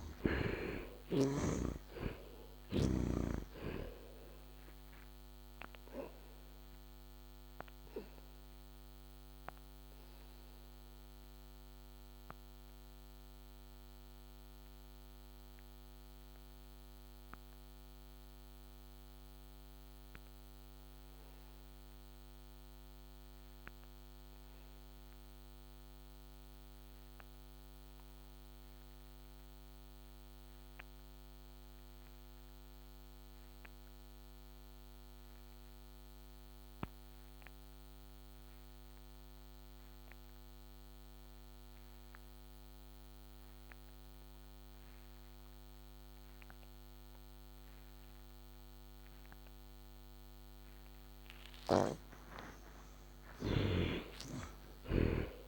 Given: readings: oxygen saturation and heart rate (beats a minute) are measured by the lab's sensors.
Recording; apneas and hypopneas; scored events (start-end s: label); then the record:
breathing in sleep by a microphone on the trachea; 1
0.00-2.50 s: snoring (device-marked)
0.00-3.00 s: arousal
0.00-20.00 s: oxygen desaturation (device-marked, oxygen 56% lowest, heart rate 66 extreme)
5.50-46.50 s: obstructive apnea (oxygen 94% before, 54% lowest, heart rate 76 before, 60 extreme, up 18 after)
39.00-55.48 s: oxygen desaturation (device-marked, oxygen 77% before, 63% lowest, heart rate 67 before, 60 extreme)
52.00-55.48 s: arousal
53.50-55.48 s: snoring (device-marked)
From the record:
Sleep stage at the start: N2 (light sleep); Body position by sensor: on the back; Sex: male